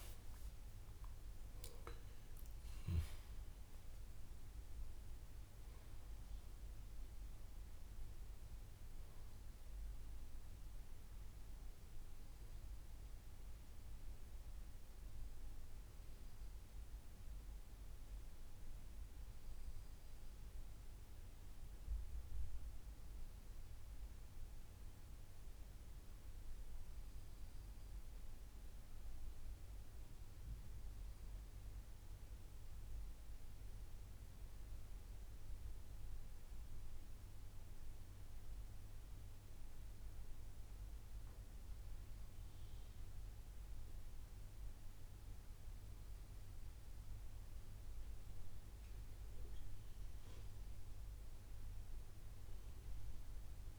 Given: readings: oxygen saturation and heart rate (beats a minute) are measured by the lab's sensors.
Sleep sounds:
breathing in sleep, hard to hear, by a room microphone; none
0.00-3.00 s: arousal
From the record:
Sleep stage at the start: N2 (light sleep); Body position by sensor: on the back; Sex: male

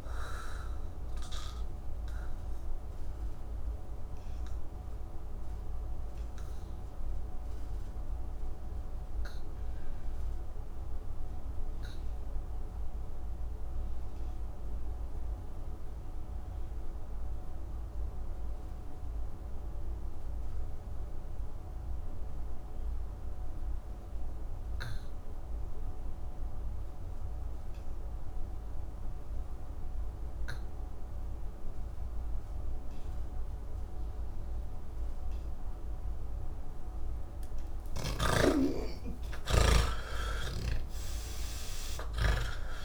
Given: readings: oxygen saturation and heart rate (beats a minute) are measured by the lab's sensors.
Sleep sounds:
breathing in sleep by a room microphone; 1
0.00-15.00 s: oxygen desaturation (device-marked, oxygen 79% lowest, heart rate 67 extreme)
2.00-36.00 s: obstructive apnea (oxygen 99% before, 76% lowest, heart rate 122 before, 67 extreme, up 31 after)
24.00-42.85 s: oxygen desaturation (device-marked, oxygen 99% before, 76% lowest, heart rate 95 before, 38 extreme)
40.50-42.85 s: snoring (device-marked)
From the record:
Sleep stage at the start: N2 (light sleep); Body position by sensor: on the back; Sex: male

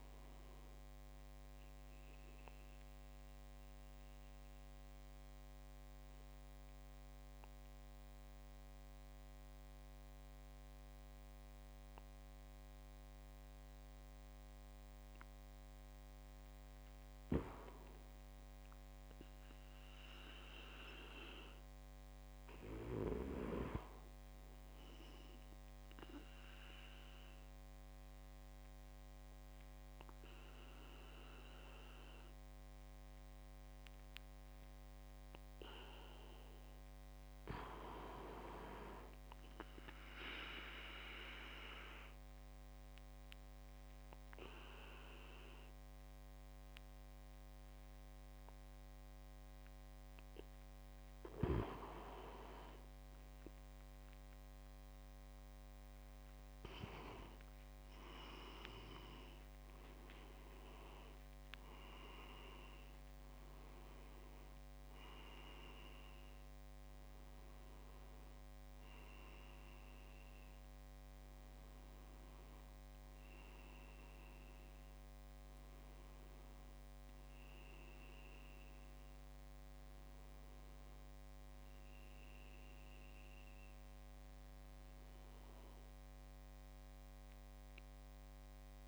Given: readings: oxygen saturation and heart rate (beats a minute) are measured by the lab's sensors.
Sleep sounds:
breathing in sleep by a microphone on the trachea; 2
0.00-3.50 s: oxygen desaturation (device-marked, oxygen 91% lowest)
2.50-17.50 s: mixed apnea (oxygen 95% before, 92% lowest)
19.50-23.50 s: arousal
40.00-52.00 s: obstructive apnea (oxygen 97% before, 92% lowest)
54.50-58.50 s: arousal
58.50-64.00 s: leg movement (device-marked)
87.00-88.88 s: arousal
From the record:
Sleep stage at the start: N2 (light sleep); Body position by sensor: on the back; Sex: male

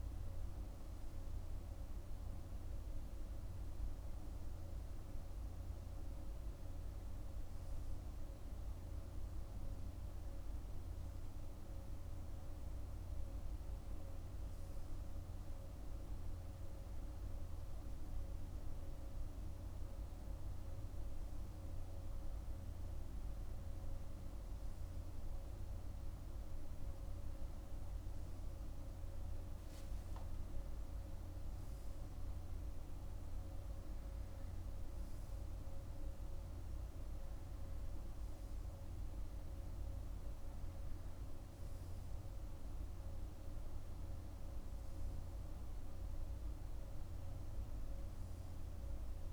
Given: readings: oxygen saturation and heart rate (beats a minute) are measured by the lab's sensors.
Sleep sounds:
breathing in sleep, hard to hear, by a room microphone; none
none scored
From the record:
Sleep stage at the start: N3 (deep sleep); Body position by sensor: on the right side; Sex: male

